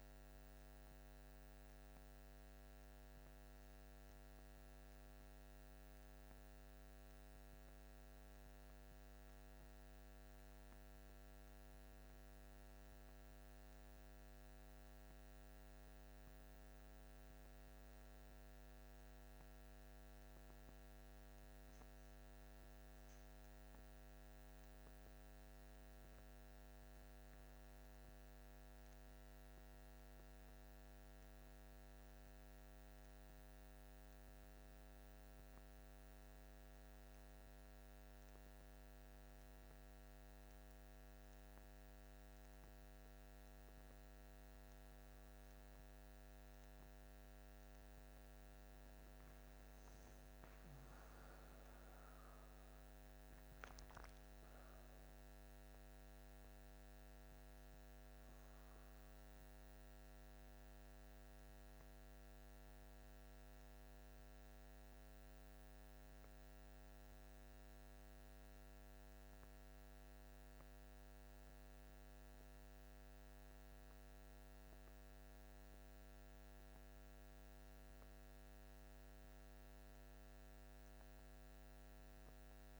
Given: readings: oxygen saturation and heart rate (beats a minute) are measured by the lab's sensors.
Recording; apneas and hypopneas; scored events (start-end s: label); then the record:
breathing in sleep, hard to hear, by a microphone on the trachea; none
none scored
From the record:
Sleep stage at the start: N1 (lightest sleep); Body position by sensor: on the back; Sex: male